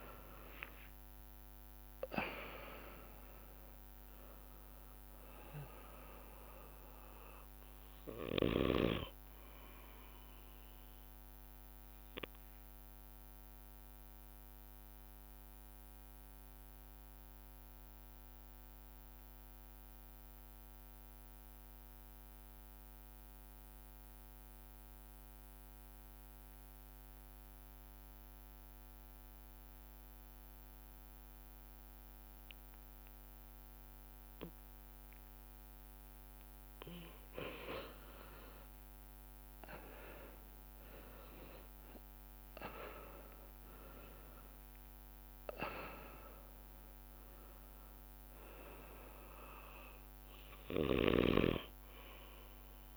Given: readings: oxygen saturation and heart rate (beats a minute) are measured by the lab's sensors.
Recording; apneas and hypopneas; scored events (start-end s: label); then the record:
breathing in sleep by a microphone on the trachea; 1
0.00-21.50 s: oxygen desaturation (device-marked, oxygen 90% lowest)
11.00-35.50 s: mixed apnea (oxygen 99% before, 90% lowest)
39.00-43.00 s: arousal
39.50-52.97 s: oxygen desaturation (device-marked, oxygen 99% before, 91% lowest)
42.50-44.50 s: long interval between heartbeats (device-marked)
48.50-52.97 s: bradycardia (device-marked)
From the record:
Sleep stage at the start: N2 (light sleep); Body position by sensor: on the back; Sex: male